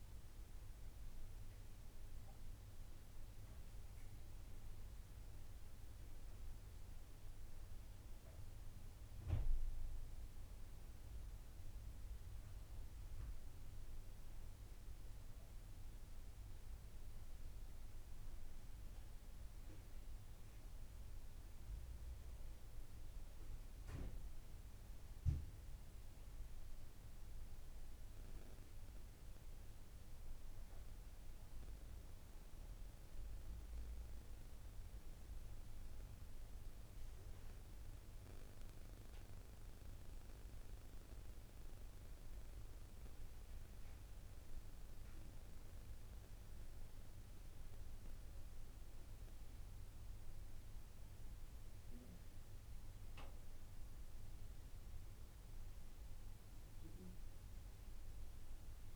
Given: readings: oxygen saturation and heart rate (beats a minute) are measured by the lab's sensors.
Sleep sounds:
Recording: breathing in sleep, hard to hear, by a room microphone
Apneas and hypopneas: none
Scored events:
26.00-30.00 s: arousal
From the record:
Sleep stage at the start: N2 (light sleep)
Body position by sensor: on the right side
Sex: female

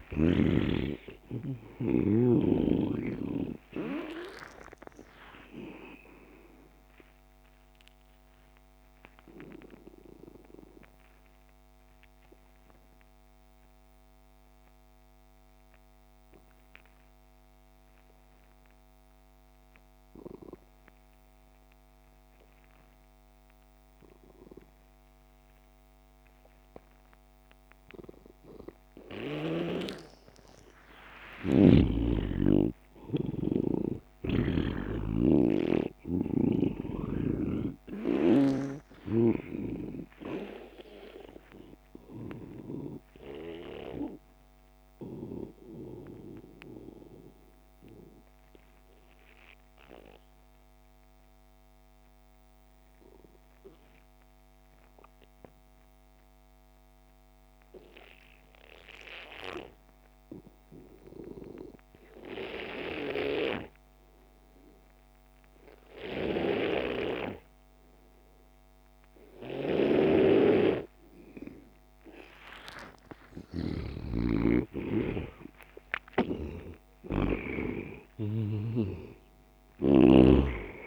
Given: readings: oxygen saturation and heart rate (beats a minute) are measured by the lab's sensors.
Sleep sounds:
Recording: breathing in sleep by a microphone on the trachea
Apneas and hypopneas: 2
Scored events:
0.00-20.00 s: oxygen desaturation (device-marked, oxygen 86% lowest)
8.00-29.50 s: obstructive apnea (oxygen 97% before, 84% lowest)
31.50-36.00 s: arousal
33.00-39.00 s: oxygen desaturation (device-marked, oxygen 98% before, 94% lowest)
41.00-72.00 s: obstructive apnea (oxygen 98% before, 84% lowest)
47.00-56.00 s: oxygen desaturation (device-marked, oxygen 94% before, 84% lowest)
67.00-80.87 s: oxygen desaturation (device-marked, oxygen 98% before, 84% lowest)
70.50-74.50 s: snoring (device-marked)
73.50-78.50 s: arousal
76.50-80.50 s: snoring (device-marked)
From the record:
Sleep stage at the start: N2 (light sleep)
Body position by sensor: on the back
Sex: male

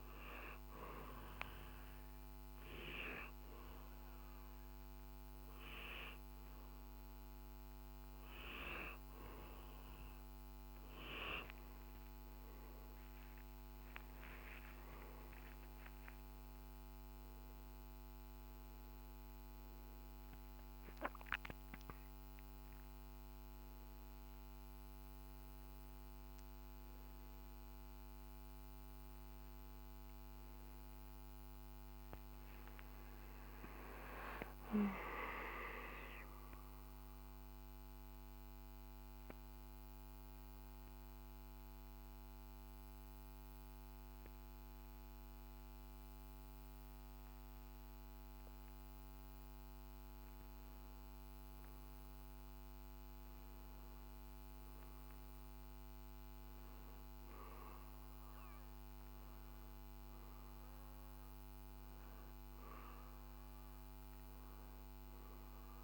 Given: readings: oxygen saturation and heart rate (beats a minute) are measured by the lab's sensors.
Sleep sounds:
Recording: a person partly awake in a sleep study, by a microphone on the trachea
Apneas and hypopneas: 1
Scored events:
7.00-37.00 s: new sleep stage, awake
37.00-65.84 s: new sleep stage, N2 (light sleep)
38.50-51.50 s: mixed apnea (oxygen 96% before, 93% lowest, heart rate 72 before, 54 extreme, up 2 after)
54.00-57.50 s: arousal
59.00-65.84 s: oxygen desaturation (device-marked, oxygen 98% before, 93% lowest, heart rate 60 before, 59 extreme)
From the record:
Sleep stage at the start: N2 (light sleep)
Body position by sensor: on the right side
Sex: male

